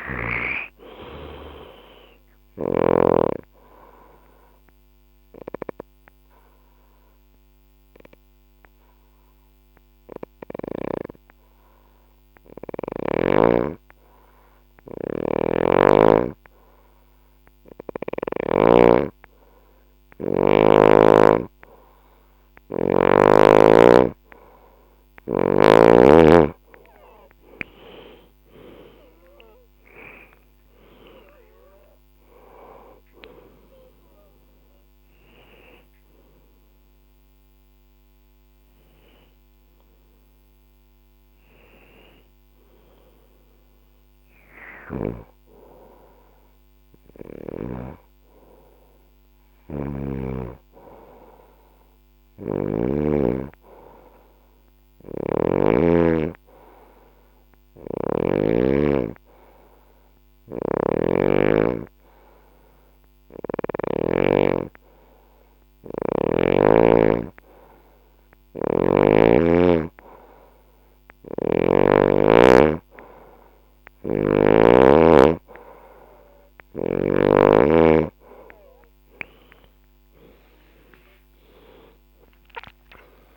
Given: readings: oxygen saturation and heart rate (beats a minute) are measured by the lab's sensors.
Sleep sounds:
breathing in sleep by a microphone on the trachea; 2
2.00-12.00 s: oxygen desaturation (device-marked, oxygen 98% before, 92% lowest, heart rate 64 before, 58 extreme)
2.50-22.50 s: obstructive apnea (oxygen 98% before, 90% lowest, heart rate 64 before, 58 extreme, up 12 after)
6.00-10.00 s: bradycardia (device-marked, heart rate 68 before, 58 extreme)
15.00-18.50 s: snoring (device-marked)
25.00-44.00 s: oxygen desaturation (device-marked, oxygen 97% before, 90% lowest, heart rate 62 before, 61 extreme)
26.50-31.50 s: arousal
38.00-76.00 s: hypopnea (oxygen 97% before, 90% lowest, heart rate 69 before, 56 extreme, up 20 after)
54.50-58.00 s: snoring (device-marked)
60.00-63.50 s: snoring (device-marked)
60.00-83.37 s: oxygen desaturation (device-marked, oxygen 97% before, 90% lowest, heart rate 63 before, 56 extreme)
68.00-71.50 s: snoring (device-marked)
79.00-83.00 s: arousal
From the record:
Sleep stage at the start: N2 (light sleep); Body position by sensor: on the back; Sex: female

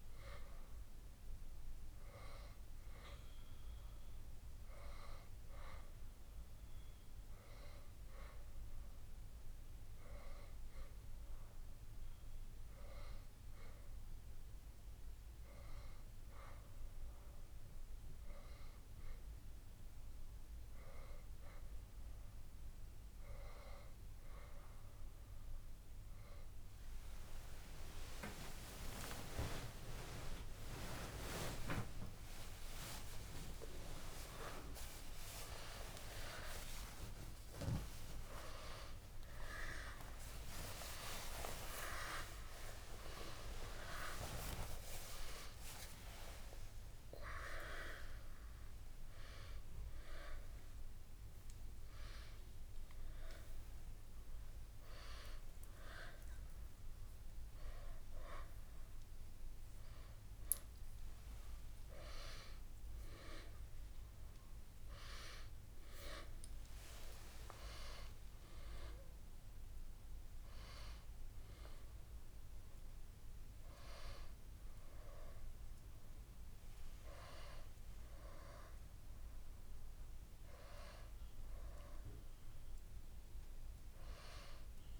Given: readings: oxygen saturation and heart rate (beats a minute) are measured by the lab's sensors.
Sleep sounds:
a person partly awake in a sleep study, by a room microphone; none
5.00-35.00 s: new sleep stage, N1 (lightest sleep)
29.00-31.00 s: long interval between heartbeats (device-marked, heart rate 72 before, 82 extreme)
33.00-35.00 s: long interval between heartbeats (device-marked, heart rate 76 before, 111 extreme)
35.00-51.00 s: oxygen desaturation (device-marked, oxygen 93% before, 90% lowest, heart rate 80 before, 75 extreme)
35.00-65.00 s: new sleep stage, awake
41.00-43.00 s: long interval between heartbeats (device-marked, heart rate 86 before, 94 extreme)
43.00-45.00 s: long interval between heartbeats (device-marked, heart rate 89 before, 128 extreme)
46.50-48.50 s: long interval between heartbeats (device-marked, heart rate 98 before, 159 extreme)
50.50-52.50 s: long interval between heartbeats (device-marked, heart rate 113 before, 132 extreme)
53.00-63.00 s: oxygen desaturation (device-marked, oxygen 94% before, 91% lowest, heart rate 118 before, 73 extreme)
56.50-58.50 s: long interval between heartbeats (device-marked, heart rate 116 before, 122 extreme)
60.50-62.50 s: long interval between heartbeats (device-marked, heart rate 124 before, 144 extreme)
65.00-85.00 s: new sleep stage, N2 (light sleep)
From the record:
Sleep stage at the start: N2 (light sleep); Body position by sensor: on the back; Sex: female

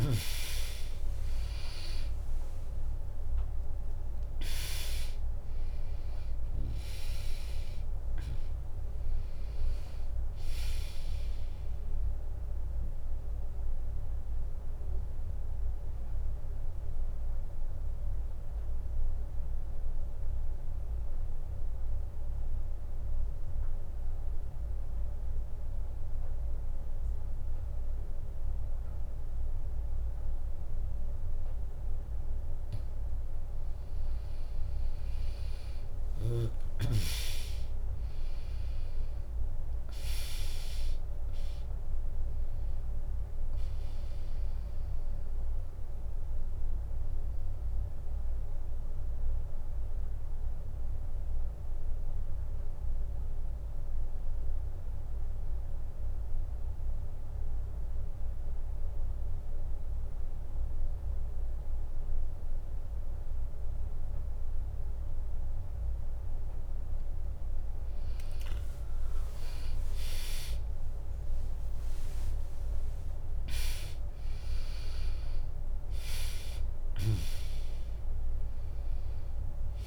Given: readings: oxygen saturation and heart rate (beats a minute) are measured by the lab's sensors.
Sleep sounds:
a person partly awake in a sleep study, by a room microphone; 1
30.00-79.87 s: new sleep stage, N2 (light sleep)
48.00-66.50 s: mixed apnea (oxygen 100% before, 94% lowest, heart rate 65 before, 61 extreme, up 2 after)
69.50-74.50 s: arousal
72.00-79.87 s: drop in pulse transit time (device-marked, heart rate 65 before, 62 extreme)
72.00-79.87 s: oxygen desaturation (device-marked, oxygen 99% before, 94% lowest, heart rate 65 before, 59 extreme)
From the record:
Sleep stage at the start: awake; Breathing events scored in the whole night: 409 in 4.5 hours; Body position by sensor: on the back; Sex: female

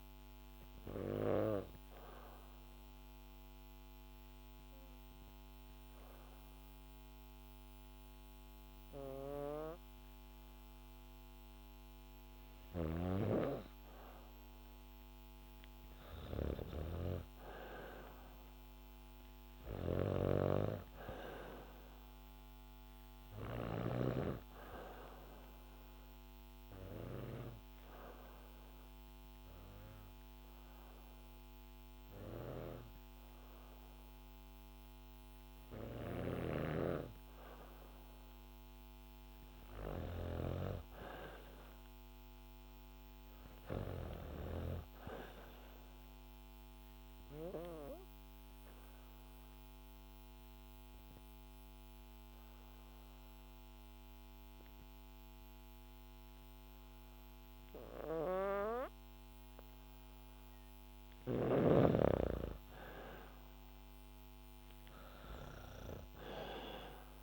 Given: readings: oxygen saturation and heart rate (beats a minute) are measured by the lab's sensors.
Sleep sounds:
breathing in sleep by a microphone on the trachea; 3
0.50-11.50 s: obstructive apnea (oxygen 99% before, 94% lowest, heart rate 67 before, 63 extreme, up 4 after)
12.00-23.50 s: snoring (device-marked)
14.50-19.00 s: arousal
23.50-36.50 s: obstructive apnea (oxygen 98% before, 93% lowest, heart rate 65 before, 65 extreme, up 4 after)
35.50-40.00 s: snoring (device-marked)
38.50-41.50 s: arousal
45.50-60.50 s: obstructive apnea (oxygen 98% before, 93% lowest, heart rate 66 before, 65 extreme, up 4 after)
62.00-65.50 s: arousal
From the record:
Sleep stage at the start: N2 (light sleep); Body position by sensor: on the back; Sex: female

